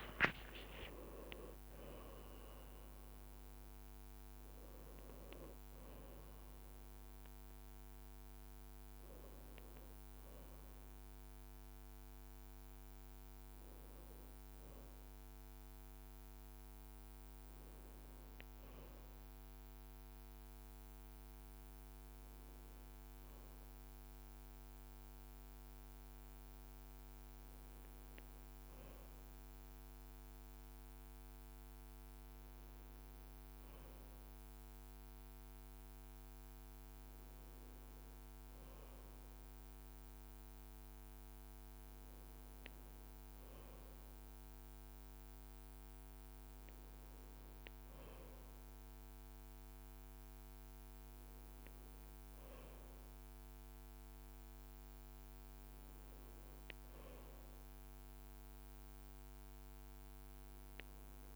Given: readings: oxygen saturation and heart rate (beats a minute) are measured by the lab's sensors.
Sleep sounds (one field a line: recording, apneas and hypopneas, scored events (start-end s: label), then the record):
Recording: a person awake in a sleep study, hard to hear, by a microphone on the trachea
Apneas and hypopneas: none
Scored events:
0.00-1.00 s: tachycardia (device-marked, heart rate 190 extreme)
0.00-1.50 s: long interval between heartbeats (device-marked, heart rate 171 extreme)
From the record:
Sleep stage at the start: awake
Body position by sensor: on the right side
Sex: male